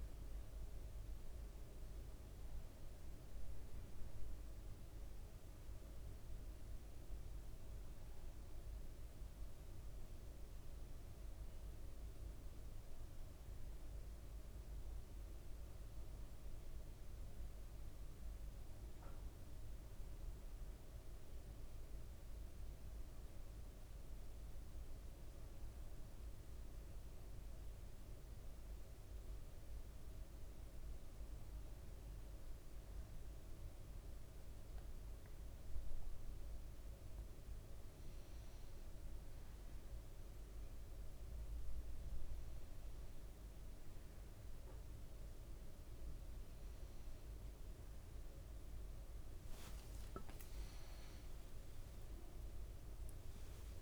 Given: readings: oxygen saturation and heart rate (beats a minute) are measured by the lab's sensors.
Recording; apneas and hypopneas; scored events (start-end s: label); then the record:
a person awake in a sleep study, hard to hear, by a room microphone; none
none scored
From the record:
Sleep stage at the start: awake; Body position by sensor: on the right side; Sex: male